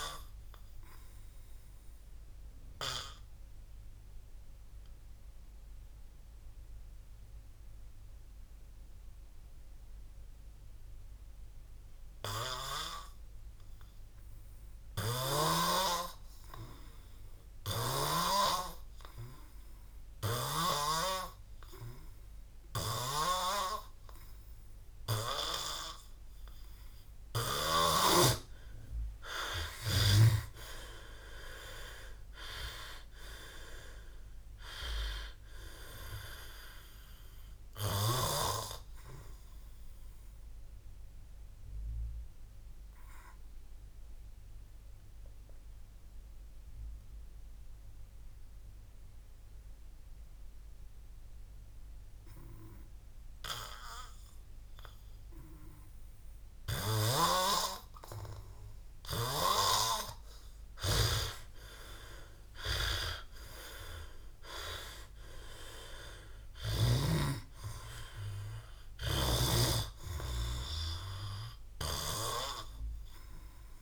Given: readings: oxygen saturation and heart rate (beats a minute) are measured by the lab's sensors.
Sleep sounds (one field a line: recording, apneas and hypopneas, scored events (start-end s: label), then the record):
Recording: breathing in sleep by a room microphone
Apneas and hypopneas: 2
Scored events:
1.50-21.50 s: oxygen desaturation (device-marked, oxygen 99% before, 91% lowest, heart rate 114 before, 58 extreme)
2.50-13.50 s: obstructive apnea (oxygen 99% before, 91% lowest, heart rate 114 before, 58 extreme, up 0 after)
29.50-33.50 s: arousal
32.50-49.50 s: oxygen desaturation (device-marked, oxygen 98% before, 91% lowest, heart rate 65 before, 58 extreme)
41.50-55.50 s: obstructive apnea (oxygen 98% before, 91% lowest, heart rate 78 before, 57 extreme, up 40 after)
56.50-67.00 s: snoring (device-marked)
58.00-62.00 s: arousal
From the record:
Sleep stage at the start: N2 (light sleep)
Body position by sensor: on the back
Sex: male